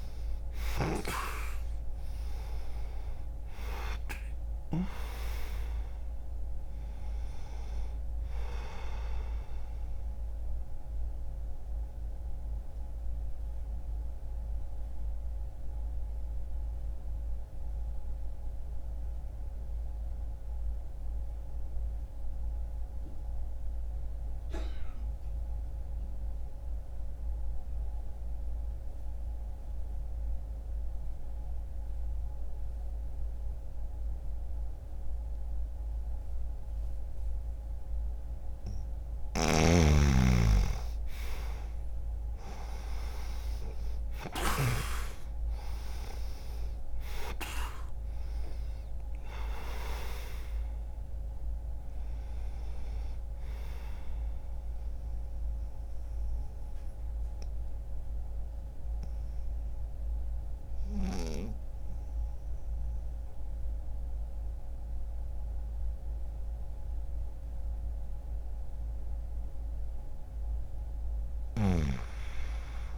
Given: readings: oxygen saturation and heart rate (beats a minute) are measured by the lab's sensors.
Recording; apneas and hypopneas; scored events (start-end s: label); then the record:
breathing in sleep by a room microphone; 2
0.00-1.50 s: arousal
11.00-38.00 s: mixed apnea (oxygen 98% before, 88% lowest, heart rate 61 before, 59 extreme, up 2 after)
23.00-34.00 s: oxygen desaturation (device-marked, oxygen 93% before, 89% lowest, heart rate 60 before, 59 extreme)
40.00-45.00 s: arousal
45.00-57.00 s: oxygen desaturation (device-marked, oxygen 98% before, 92% lowest, heart rate 61 before, 60 extreme)
54.50-68.50 s: obstructive apnea (oxygen 98% before, 88% lowest, heart rate 61 before, 60 extreme, up 4 after)
68.00-72.98 s: oxygen desaturation (device-marked, oxygen 93% before, 88% lowest, heart rate 61 before, 60 extreme)
70.50-72.98 s: arousal
From the record:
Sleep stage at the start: N2 (light sleep); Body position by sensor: on the back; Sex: male